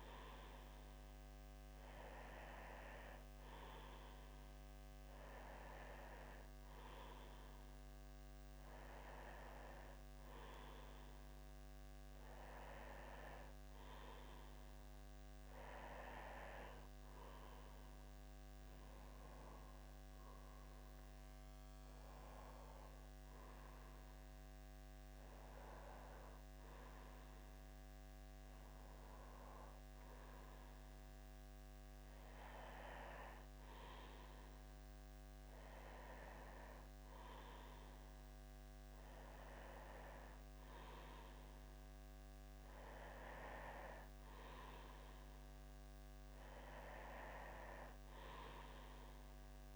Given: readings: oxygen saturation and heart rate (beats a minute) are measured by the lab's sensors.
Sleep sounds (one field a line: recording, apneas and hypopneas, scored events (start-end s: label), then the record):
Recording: breathing in sleep by a microphone on the trachea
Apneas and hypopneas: none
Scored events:
none scored
From the record:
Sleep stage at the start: N2 (light sleep)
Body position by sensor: on the back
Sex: male